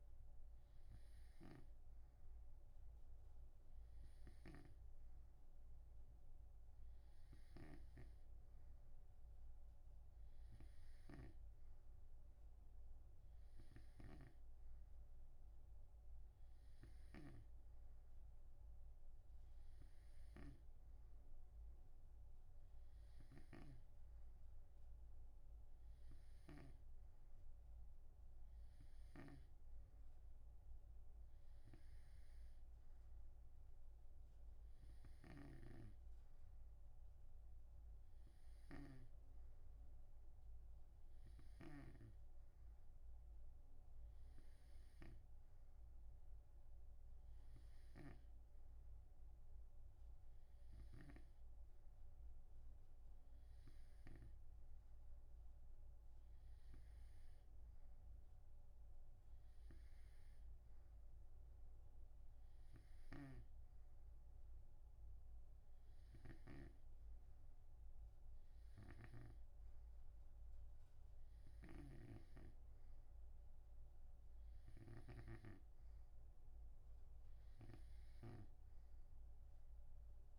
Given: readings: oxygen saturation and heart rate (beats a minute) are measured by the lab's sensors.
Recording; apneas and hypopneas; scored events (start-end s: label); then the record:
breathing in sleep by a room microphone; none
4.50-11.50 s: snoring (device-marked)
23.50-27.00 s: snoring (device-marked)
35.50-39.50 s: snoring (device-marked)
48.00-51.50 s: snoring (device-marked)
63.00-75.50 s: snoring (device-marked)
79.00-80.39 s: oxygen desaturation (device-marked, oxygen 92% before, 89% lowest, heart rate 109 before, 64 extreme)
From the record:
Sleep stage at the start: N2 (light sleep); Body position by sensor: on the right side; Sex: male